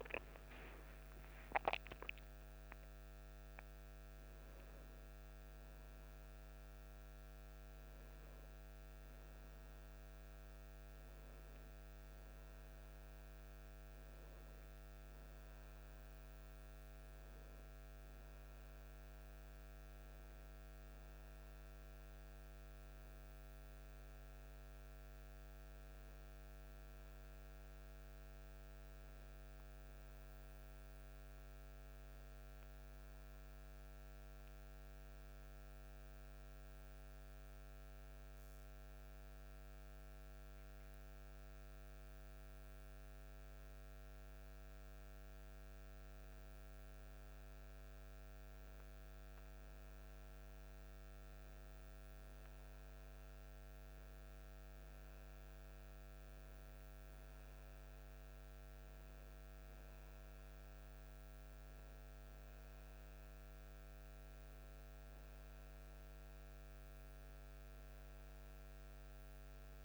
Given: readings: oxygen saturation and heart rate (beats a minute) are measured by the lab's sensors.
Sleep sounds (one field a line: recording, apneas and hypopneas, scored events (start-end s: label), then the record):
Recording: breathing in sleep, hard to hear, by a microphone on the trachea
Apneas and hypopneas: 1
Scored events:
31.50-47.50 s: hypopnea (oxygen 93% before, 89% lowest, heart rate 67 before, 53 extreme, up 46 after)
49.00-53.00 s: arousal
51.50-69.85 s: oxygen desaturation (device-marked, oxygen 92% before, 89% lowest, heart rate 97 before, 53 extreme)
From the record:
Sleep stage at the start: N2 (light sleep)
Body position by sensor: on the right side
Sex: male